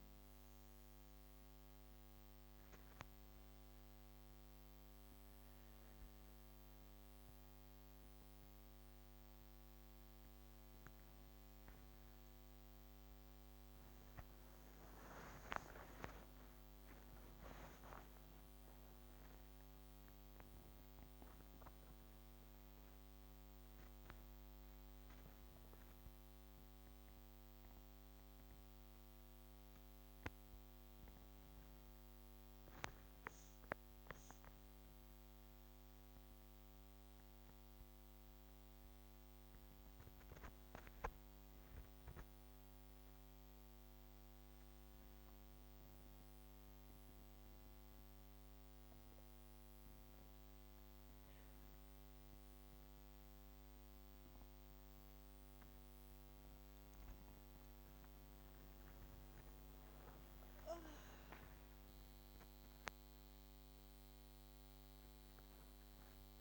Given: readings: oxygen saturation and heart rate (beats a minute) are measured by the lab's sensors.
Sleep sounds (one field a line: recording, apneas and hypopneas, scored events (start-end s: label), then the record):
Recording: breathing in sleep by a microphone on the trachea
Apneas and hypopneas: none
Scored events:
12.00-16.00 s: arousal
56.50-63.00 s: arousal
From the record:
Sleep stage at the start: N1 (lightest sleep)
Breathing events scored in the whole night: 119 in 5.0 hours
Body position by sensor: on the back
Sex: female